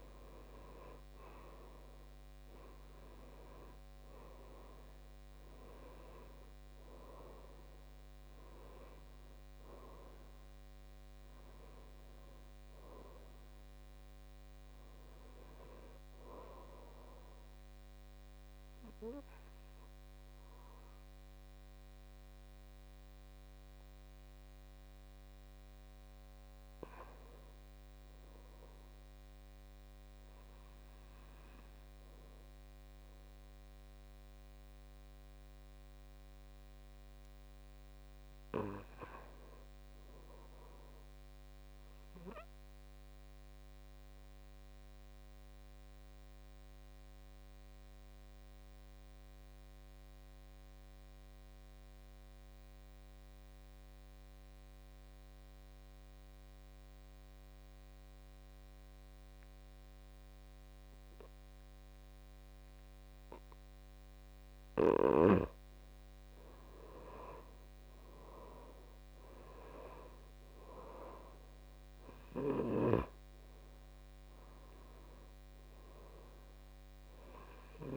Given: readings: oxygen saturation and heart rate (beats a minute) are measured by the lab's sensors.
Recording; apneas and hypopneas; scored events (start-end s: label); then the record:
breathing in sleep by a microphone on the trachea; 2
0.00-29.50 s: oxygen desaturation (device-marked, oxygen 86% lowest, heart rate 51 extreme)
17.00-27.00 s: obstructive apnea (oxygen 98% before, 82% lowest, heart rate 65 before, 51 extreme, up 3 after)
31.50-35.50 s: arousal
42.00-65.50 s: obstructive apnea (oxygen 99% before, 82% lowest, heart rate 53 before, 53 extreme, up 10 after)
45.50-77.97 s: oxygen desaturation (device-marked, oxygen 99% before, 82% lowest, heart rate 54 before, 46 extreme)
68.50-72.00 s: arousal
From the record:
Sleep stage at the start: N2 (light sleep); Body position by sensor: on the back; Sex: male